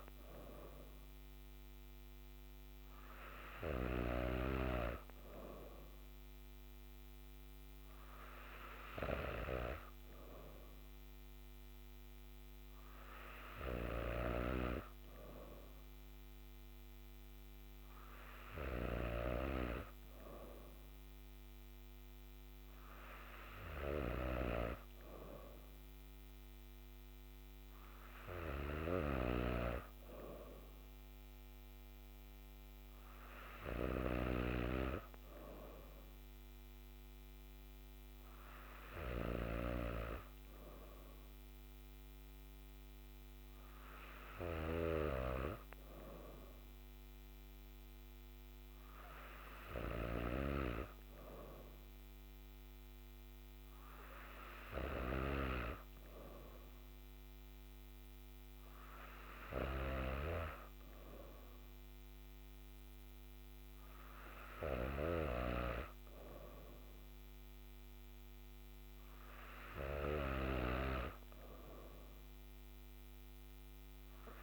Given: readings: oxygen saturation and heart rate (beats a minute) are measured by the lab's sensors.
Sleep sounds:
breathing in sleep by a microphone on the trachea; none
none scored
From the record:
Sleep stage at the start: N3 (deep sleep); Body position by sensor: on the back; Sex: female

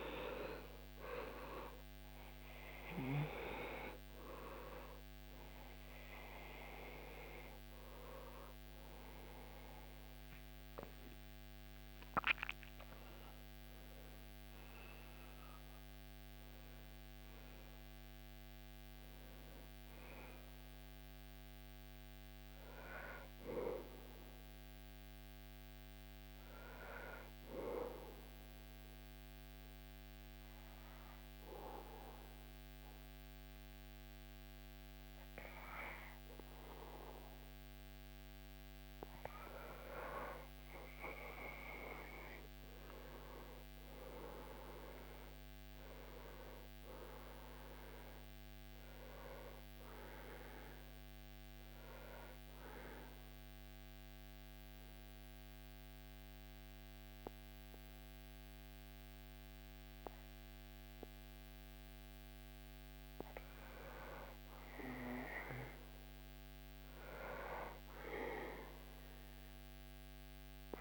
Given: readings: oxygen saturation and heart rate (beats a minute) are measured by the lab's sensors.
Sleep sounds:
breathing in sleep by a microphone on the trachea; 3
0.00-20.50 s: oxygen desaturation (device-marked, oxygen 91% lowest, heart rate 73 extreme)
2.50-12.50 s: hypopnea (oxygen 99% before, 91% lowest, heart rate 79 before, 73 extreme, up 6 after)
16.50-21.00 s: arousal
27.00-38.00 s: obstructive apnea (oxygen 99% before, 95% lowest, heart rate 84 before, 73 extreme, up 9 after)
41.00-44.50 s: arousal
44.50-60.50 s: oxygen desaturation (device-marked, oxygen 99% before, 95% lowest, heart rate 77 before, 76 extreme)
50.00-61.50 s: obstructive apnea (oxygen 99% before, 93% lowest, heart rate 78 before, 76 extreme, up 4 after)
64.50-68.00 s: arousal
From the record:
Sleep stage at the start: N2 (light sleep); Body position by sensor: on the back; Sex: male

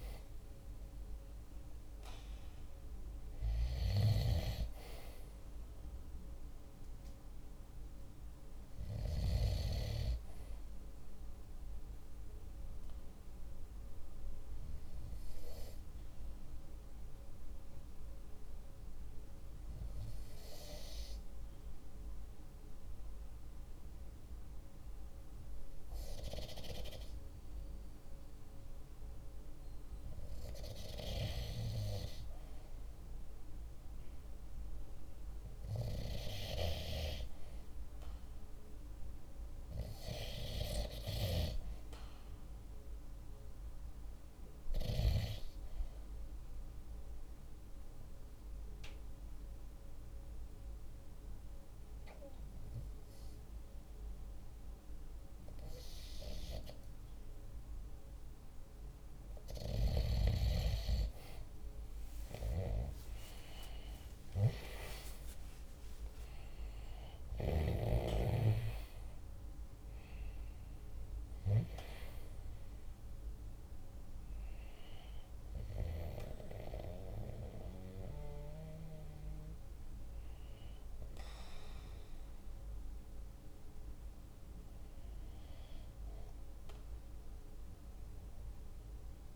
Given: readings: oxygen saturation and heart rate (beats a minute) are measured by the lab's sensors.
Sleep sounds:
breathing in sleep by a room microphone; 2
0.00-19.00 s: oxygen desaturation (device-marked, oxygen 94% lowest, heart rate 45 extreme)
12.00-28.00 s: obstructive apnea (oxygen 97% before, 93% lowest, heart rate 46 before, 44 extreme, up 1 after)
30.00-35.00 s: arousal
47.00-58.00 s: obstructive apnea (oxygen 97% before, 93% lowest, heart rate 47 before, 44 extreme, up 5 after)
60.00-65.00 s: arousal
From the record:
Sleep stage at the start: N2 (light sleep); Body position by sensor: on the right side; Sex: male

